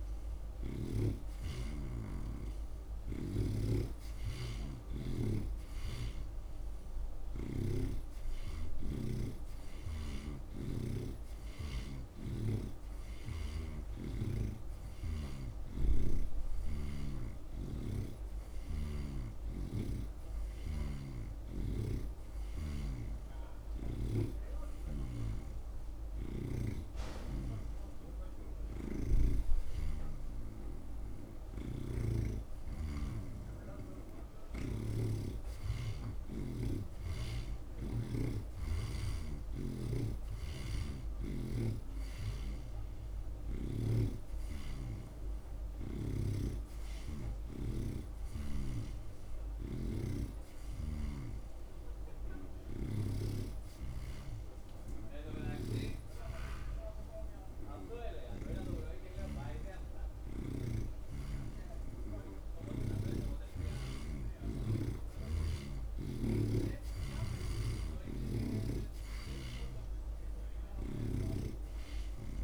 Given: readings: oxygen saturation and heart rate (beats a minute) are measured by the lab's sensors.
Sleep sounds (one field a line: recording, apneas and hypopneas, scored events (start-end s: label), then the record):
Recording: breathing in sleep by a room microphone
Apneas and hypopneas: none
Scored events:
0.00-4.00 s: oxygen desaturation (device-marked, oxygen 80% lowest)
4.50-8.00 s: snoring (device-marked)
12.00-23.00 s: oxygen desaturation (device-marked, oxygen 86% before, 82% lowest)
25.00-29.50 s: snoring (device-marked)
31.50-35.00 s: snoring (device-marked)
39.50-44.00 s: snoring (device-marked)
42.00-59.00 s: oxygen desaturation (device-marked, oxygen 85% before, 81% lowest)
From the record:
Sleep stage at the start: N3 (deep sleep)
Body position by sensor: on the right side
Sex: male